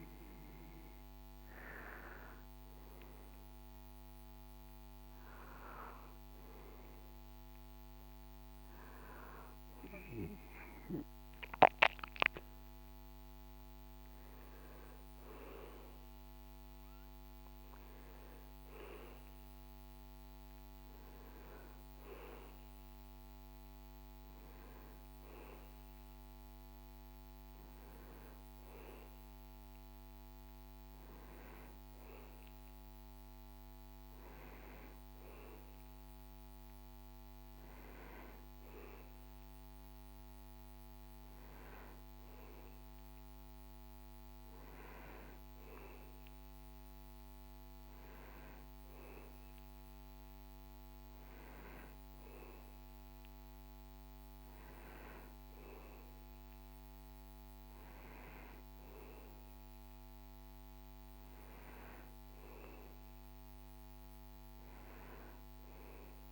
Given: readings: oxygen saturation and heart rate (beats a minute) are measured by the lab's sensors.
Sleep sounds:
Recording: a person partly awake in a sleep study, by a microphone on the trachea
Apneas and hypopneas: none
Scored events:
19.50-66.32 s: new sleep stage, N1 (lightest sleep)
From the record:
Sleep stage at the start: awake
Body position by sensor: on the back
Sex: male

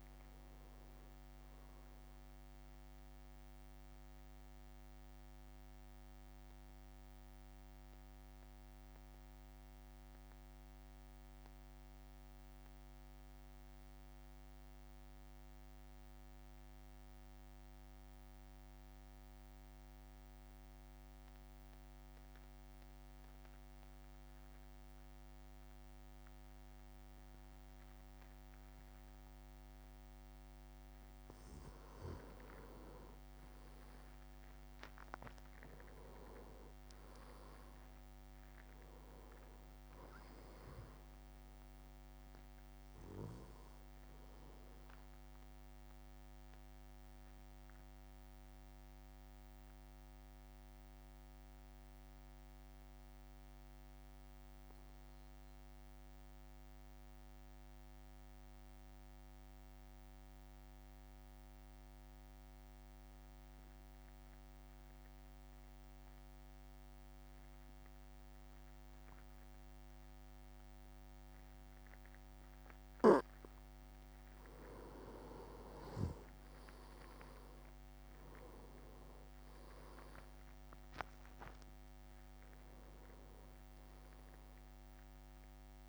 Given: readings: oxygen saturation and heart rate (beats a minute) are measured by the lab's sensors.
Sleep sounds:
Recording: breathing in sleep, hard to hear, by a microphone on the trachea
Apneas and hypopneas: 2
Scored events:
0.00-1.00 s: oxygen desaturation (device-marked, oxygen 94% lowest, heart rate 49 extreme)
0.00-4.00 s: drop in pulse transit time (device-marked, heart rate 55 extreme)
3.00-31.00 s: mixed apnea (oxygen 99% before, 93% lowest, heart rate 57 before, 49 extreme, up 3 after)
11.00-20.00 s: oxygen desaturation (device-marked, oxygen 96% before, 93% lowest, heart rate 56 before, 55 extreme)
33.00-45.00 s: oxygen desaturation (device-marked, oxygen 100% before, 95% lowest, heart rate 55 before, 51 extreme)
33.50-37.00 s: arousal
34.00-46.00 s: drop in pulse transit time (device-marked, heart rate 55 before, 53 extreme)
46.00-73.00 s: mixed apnea (oxygen 100% before, 94% lowest, heart rate 56 before, 48 extreme, up 5 after)
74.00-85.89 s: oxygen desaturation (device-marked, oxygen 99% before, 94% lowest, heart rate 54 before, 48 extreme)
75.00-77.50 s: leg movement (device-marked)
75.50-80.50 s: arousal
76.00-85.89 s: drop in pulse transit time (device-marked, heart rate 54 before, 52 extreme)
From the record:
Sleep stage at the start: N2 (light sleep)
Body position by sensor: on the back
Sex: male

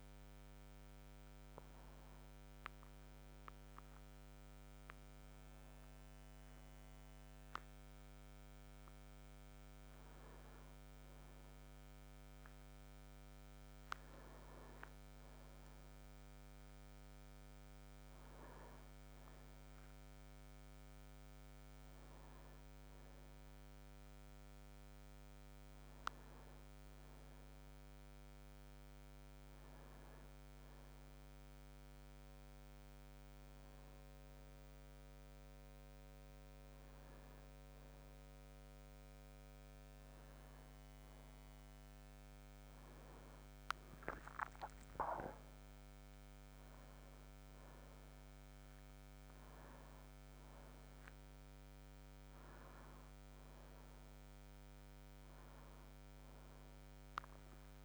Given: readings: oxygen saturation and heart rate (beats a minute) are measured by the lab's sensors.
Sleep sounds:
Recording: a person awake in a sleep study, hard to hear, by a microphone on the trachea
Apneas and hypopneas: none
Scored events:
none scored
From the record:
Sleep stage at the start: awake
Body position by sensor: on the back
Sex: male

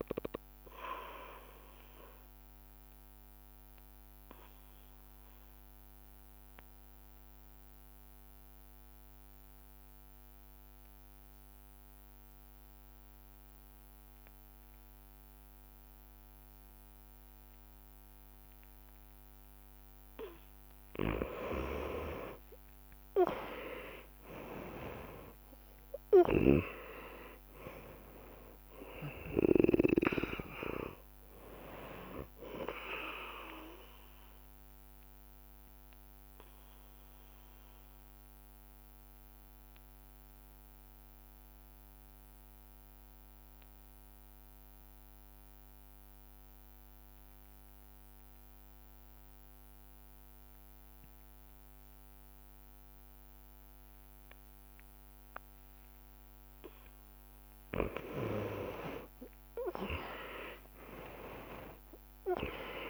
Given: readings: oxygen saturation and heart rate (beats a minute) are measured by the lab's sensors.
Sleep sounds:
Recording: breathing in sleep by a microphone on the trachea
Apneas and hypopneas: 2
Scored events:
0.00-13.00 s: oxygen desaturation (device-marked, oxygen 90% lowest)
3.50-21.00 s: obstructive apnea (oxygen 99% before, 90% lowest)
23.00-27.00 s: arousal
25.00-47.00 s: oxygen desaturation (device-marked, oxygen 99% before, 90% lowest)
35.00-56.50 s: obstructive apnea (oxygen 99% before, 90% lowest)
60.00-62.90 s: arousal
61.00-62.90 s: oxygen desaturation (device-marked, oxygen 99% before, 91% lowest)
From the record:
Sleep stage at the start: N2 (light sleep)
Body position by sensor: on the back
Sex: male

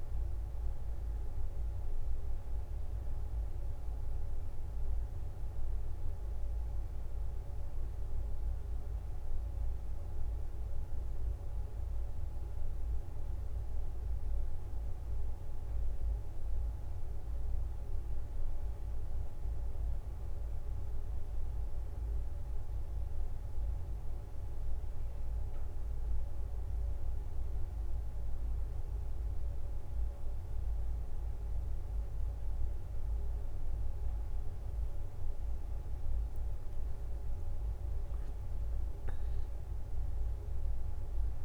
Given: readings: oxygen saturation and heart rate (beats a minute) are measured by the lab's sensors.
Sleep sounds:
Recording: a person awake in a sleep study, hard to hear, by a room microphone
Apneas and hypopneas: none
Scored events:
15.50-41.45 s: new sleep stage, awake
From the record:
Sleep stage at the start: N2 (light sleep)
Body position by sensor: on the back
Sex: female

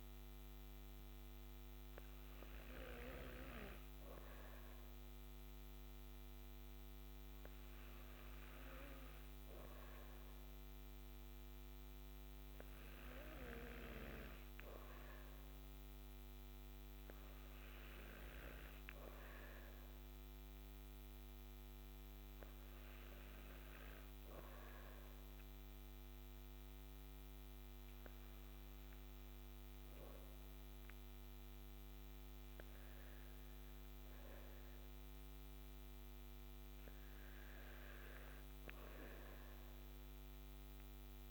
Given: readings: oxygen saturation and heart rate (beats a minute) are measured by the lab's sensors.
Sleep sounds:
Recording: breathing in sleep, hard to hear, by a microphone on the trachea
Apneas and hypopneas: none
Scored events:
none scored
From the record:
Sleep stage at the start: N2 (light sleep)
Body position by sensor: on the back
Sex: female

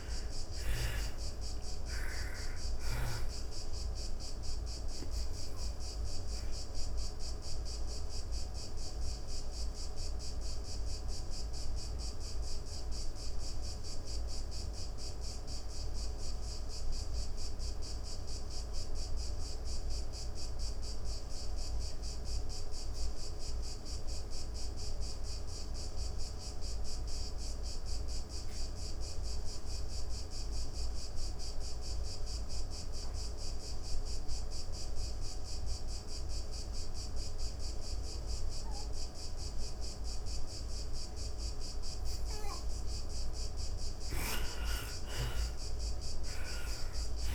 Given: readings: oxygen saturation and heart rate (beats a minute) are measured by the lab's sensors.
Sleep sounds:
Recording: breathing in sleep, hard to hear, by a room microphone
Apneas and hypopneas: 1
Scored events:
0.00-21.00 s: oxygen desaturation (device-marked, oxygen 74% lowest)
2.50-41.50 s: obstructive apnea (oxygen 99% before, 74% lowest)
33.00-47.35 s: oxygen desaturation (device-marked, oxygen 98% before, 75% lowest)
43.00-47.35 s: arousal
From the record:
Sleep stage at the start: N2 (light sleep)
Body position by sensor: on the back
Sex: female

